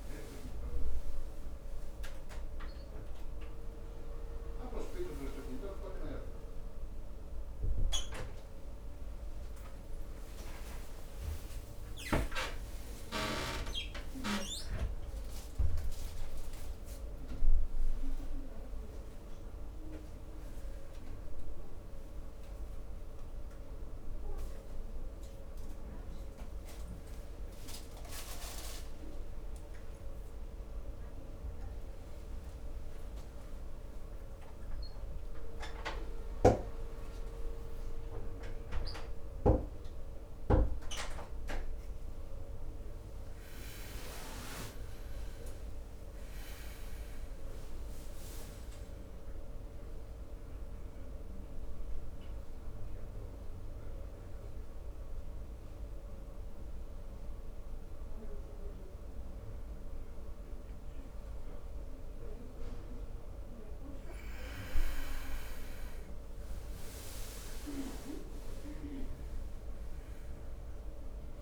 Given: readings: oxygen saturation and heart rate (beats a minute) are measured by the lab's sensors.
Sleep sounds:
breathing in sleep by a room microphone; 2
5.50-11.00 s: arousal
26.50-71.42 s: new sleep stage, N2 (light sleep)
29.00-43.50 s: mixed apnea (oxygen 97% before, 93% lowest, heart rate 75 before, 65 extreme, up 5 after)
34.50-42.50 s: oxygen desaturation (device-marked, oxygen 97% before, 93% lowest, heart rate 75 before, 65 extreme)
46.00-49.50 s: arousal
52.00-66.00 s: central apnea (oxygen 98% before, 96% lowest, heart rate 70 before, 65 extreme, up 10 after)
68.00-71.42 s: arousal
From the record:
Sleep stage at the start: N1 (lightest sleep); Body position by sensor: on the back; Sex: male

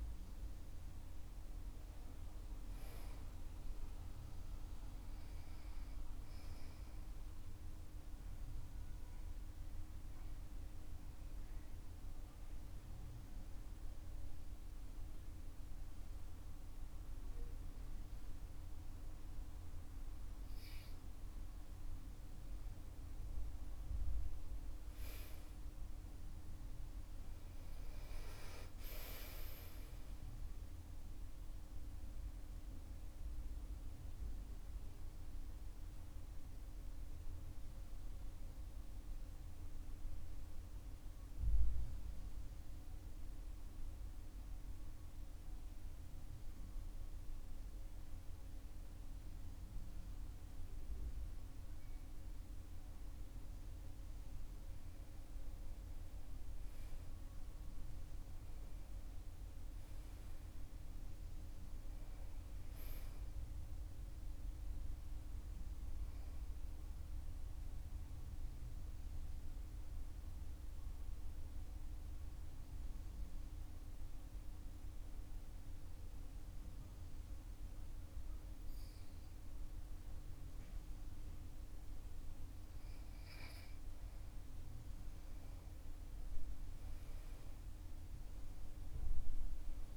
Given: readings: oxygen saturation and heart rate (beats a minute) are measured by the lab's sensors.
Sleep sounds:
breathing in sleep, hard to hear, by a room microphone; 3
0.00-2.50 s: arousal
0.00-9.50 s: oxygen desaturation (device-marked, oxygen 92% lowest, heart rate 47 extreme)
9.00-21.00 s: central apnea (oxygen 96% before, 91% lowest, heart rate 53 before, 47 extreme, up 18 after)
23.50-28.50 s: arousal
39.50-54.50 s: central apnea (oxygen 97% before, 91% lowest, heart rate 57 before, 47 extreme, up 13 after)
54.50-61.50 s: oxygen desaturation (device-marked, oxygen 96% before, 91% lowest, heart rate 49 before, 47 extreme)
56.50-60.50 s: arousal
67.00-82.50 s: mixed apnea (oxygen 98% before, 93% lowest, heart rate 52 before, 47 extreme, up 12 after)
79.50-89.97 s: oxygen desaturation (device-marked, oxygen 98% before, 94% lowest, heart rate 51 before, 47 extreme)
85.50-89.97 s: arousal
From the record:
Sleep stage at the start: N2 (light sleep); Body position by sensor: on the back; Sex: male

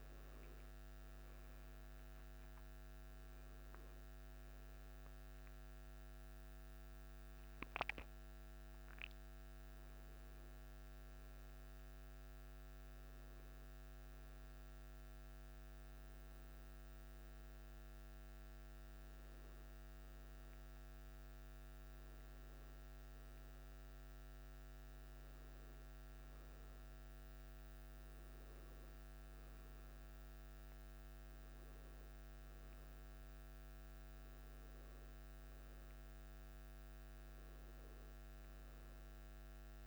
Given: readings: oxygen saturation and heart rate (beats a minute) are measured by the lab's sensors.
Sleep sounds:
breathing in sleep, hard to hear, by a microphone on the trachea; none
none scored
From the record:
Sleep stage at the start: N1 (lightest sleep); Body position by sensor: on the back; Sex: male

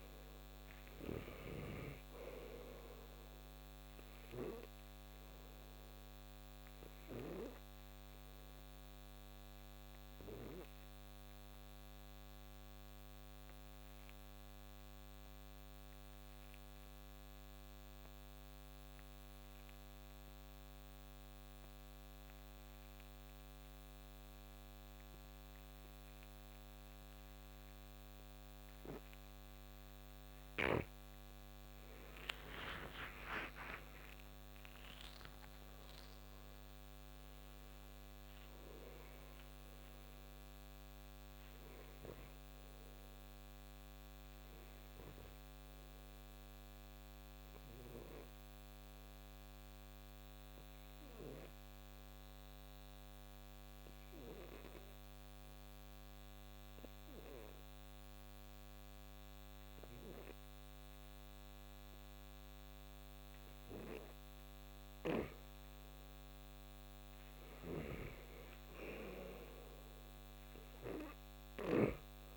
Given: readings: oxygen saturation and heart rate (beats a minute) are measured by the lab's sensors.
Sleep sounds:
breathing in sleep by a microphone on the trachea; 2
0.00-1.00 s: arousal
0.00-1.50 s: snoring (device-marked)
0.00-16.50 s: oxygen desaturation (device-marked, oxygen 84% lowest, heart rate 60 extreme)
7.00-31.00 s: obstructive apnea (oxygen 97% before, 83% lowest, heart rate 70 before, 56 extreme, up 26 after)
28.50-54.50 s: oxygen desaturation (device-marked, oxygen 98% before, 83% lowest, heart rate 64 before, 56 extreme)
32.50-37.00 s: arousal
45.50-64.50 s: obstructive apnea (oxygen 98% before, 83% lowest, heart rate 77 before, 57 extreme, up 3 after)
66.50-70.50 s: arousal
66.50-72.37 s: oxygen desaturation (device-marked, oxygen 98% before, 89% lowest, heart rate 61 before, 62 extreme)
67.50-72.37 s: snoring (device-marked)
From the record:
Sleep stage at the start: N2 (light sleep); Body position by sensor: on the back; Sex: male

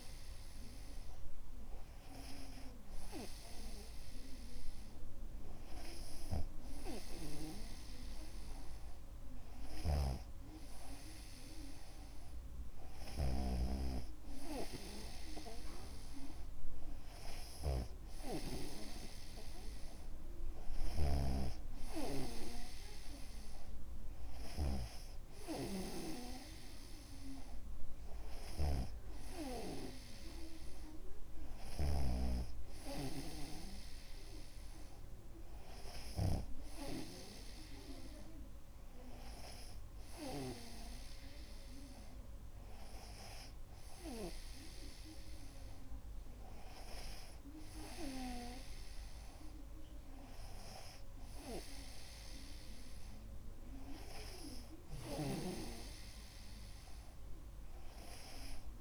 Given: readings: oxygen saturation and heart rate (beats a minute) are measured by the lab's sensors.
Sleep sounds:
breathing in sleep by a room microphone; none
10.00-37.00 s: snoring (device-marked)
From the record:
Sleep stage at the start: N2 (light sleep); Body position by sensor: on the back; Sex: male

